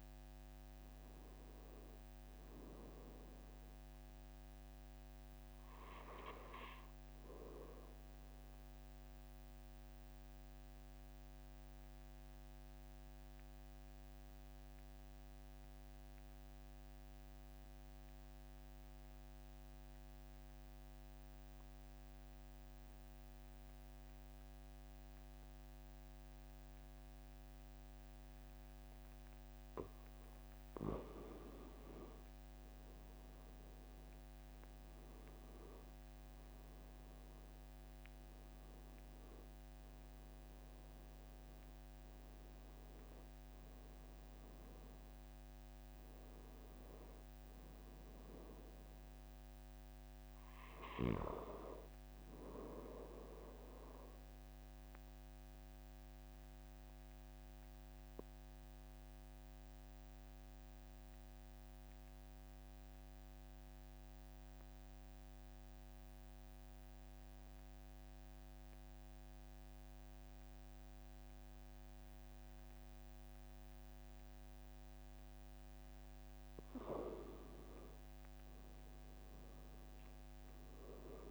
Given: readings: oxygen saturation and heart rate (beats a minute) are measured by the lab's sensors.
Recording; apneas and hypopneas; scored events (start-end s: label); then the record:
breathing in sleep by a microphone on the trachea; 2
7.50-30.00 s: obstructive apnea (oxygen 96% before, 93% lowest, heart rate 46 before, 44 extreme, up 4 after)
32.00-37.00 s: arousal
53.50-76.00 s: obstructive apnea (oxygen 97% before, 93% lowest, heart rate 48 before, 43 extreme, up 4 after)
79.50-81.31 s: arousal
From the record:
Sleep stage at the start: N2 (light sleep); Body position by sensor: on the back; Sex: male